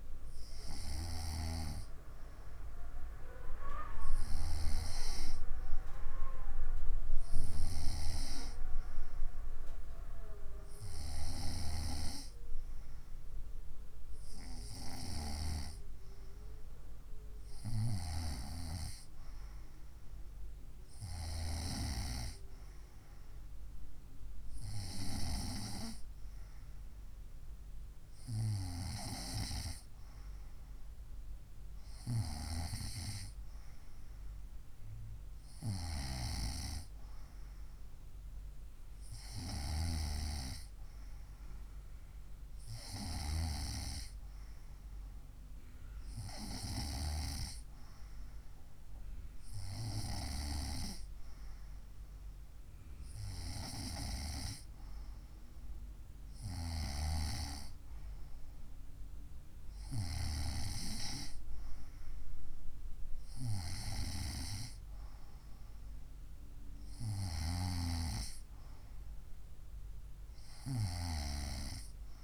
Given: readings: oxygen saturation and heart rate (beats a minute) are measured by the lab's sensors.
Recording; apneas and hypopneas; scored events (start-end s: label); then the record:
breathing in sleep by a room microphone; none
none scored
From the record:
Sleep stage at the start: N2 (light sleep); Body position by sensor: on the right side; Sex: female